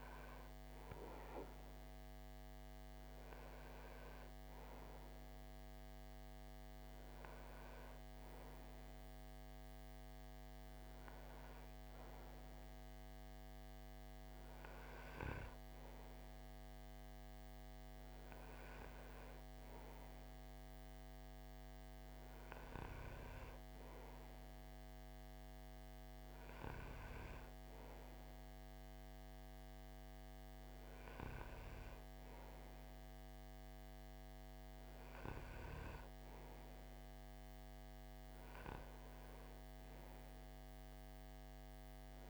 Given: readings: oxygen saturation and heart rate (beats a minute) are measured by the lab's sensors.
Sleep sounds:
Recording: breathing in sleep, hard to hear, by a microphone on the trachea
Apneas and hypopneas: none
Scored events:
none scored
From the record:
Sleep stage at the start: N2 (light sleep)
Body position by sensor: on the right side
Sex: male

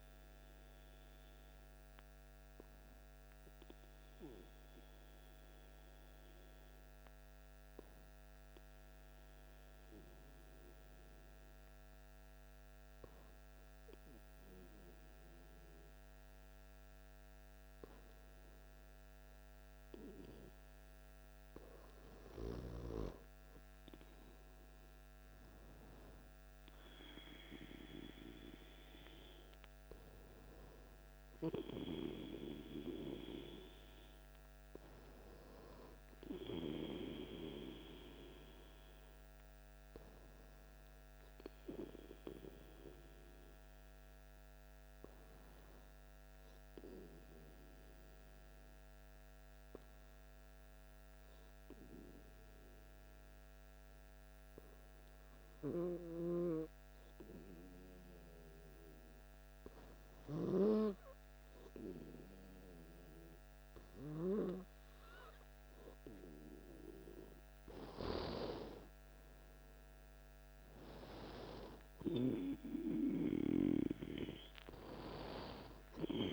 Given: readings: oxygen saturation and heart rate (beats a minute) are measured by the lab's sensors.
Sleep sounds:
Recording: breathing in sleep by a microphone on the trachea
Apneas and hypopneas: 2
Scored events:
0.50-21.00 s: obstructive apnea (oxygen 99% before, 95% lowest, heart rate 58 before, 52 extreme, up 3 after)
24.50-29.00 s: arousal
41.00-66.50 s: obstructive apnea (oxygen 99% before, 95% lowest, heart rate 55 before, 53 extreme, up 5 after)
69.50-74.50 s: arousal
From the record:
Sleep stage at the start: N2 (light sleep)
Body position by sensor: on the back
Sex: male

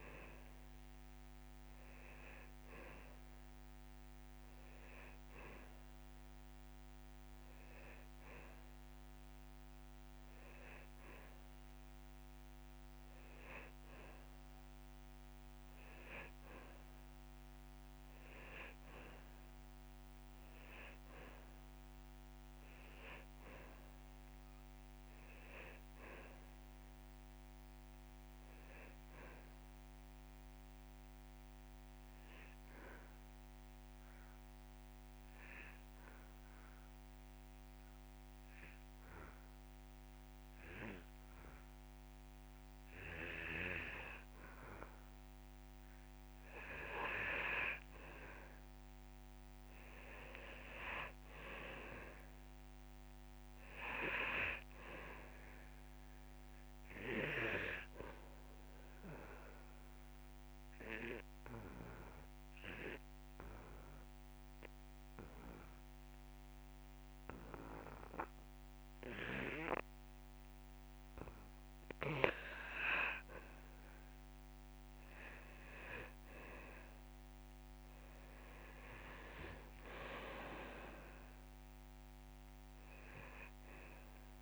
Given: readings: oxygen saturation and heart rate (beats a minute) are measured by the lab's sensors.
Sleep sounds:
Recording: breathing in sleep by a microphone on the trachea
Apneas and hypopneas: 2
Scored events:
3.50-17.50 s: oxygen desaturation (device-marked, oxygen 98% before, 93% lowest)
23.50-27.00 s: arousal
30.00-44.50 s: obstructive apnea (oxygen 98% before, 90% lowest)
46.50-48.50 s: long interval between heartbeats (device-marked)
47.00-50.50 s: arousal
52.50-75.50 s: oxygen desaturation (device-marked, oxygen 97% before, 90% lowest)
59.00-71.50 s: obstructive apnea (oxygen 98% before, 90% lowest)
77.50-80.50 s: arousal
From the record:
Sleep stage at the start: N2 (light sleep)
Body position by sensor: on the back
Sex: male

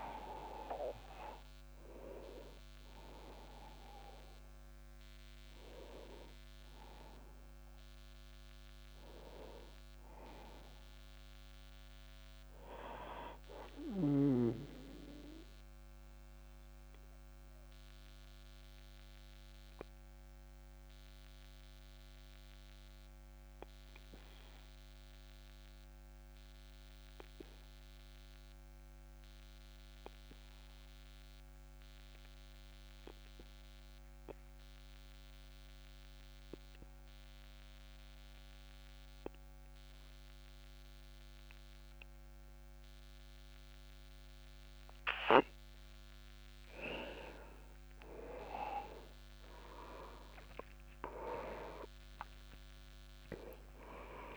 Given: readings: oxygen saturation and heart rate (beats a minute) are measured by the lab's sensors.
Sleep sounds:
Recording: breathing in sleep by a microphone on the trachea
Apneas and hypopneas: 1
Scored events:
0.00-24.00 s: oxygen desaturation (device-marked, oxygen 90% lowest)
16.00-45.50 s: obstructive apnea (oxygen 97% before, 89% lowest)
48.00-54.37 s: oxygen desaturation (device-marked, oxygen 98% before, 89% lowest)
48.50-53.50 s: arousal
From the record:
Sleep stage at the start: N2 (light sleep)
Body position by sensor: on the back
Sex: male

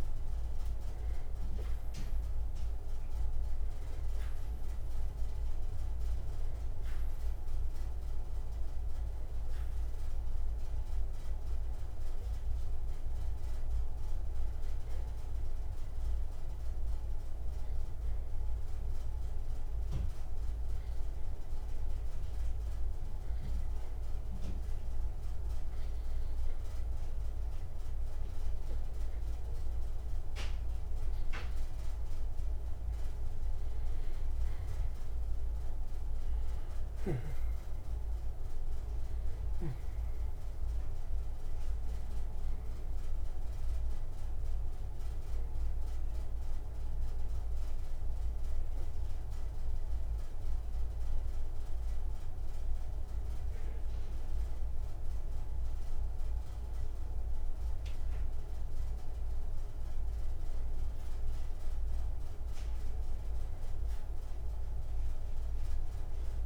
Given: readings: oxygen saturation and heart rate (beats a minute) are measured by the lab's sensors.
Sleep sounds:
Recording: breathing in sleep, hard to hear, by a room microphone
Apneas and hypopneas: 1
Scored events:
0.00-4.00 s: arousal
6.50-20.50 s: oxygen desaturation (device-marked, oxygen 97% before, 94% lowest, heart rate 62 before, 59 extreme)
16.50-32.00 s: hypopnea (oxygen 97% before, 91% lowest, heart rate 62 before, 59 extreme, up 6 after)
34.00-37.00 s: arousal
55.50-66.46 s: oxygen desaturation (device-marked, oxygen 95% before, 91% lowest, heart rate 64 before, 58 extreme)
From the record:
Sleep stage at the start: N2 (light sleep)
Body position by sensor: on the back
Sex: male

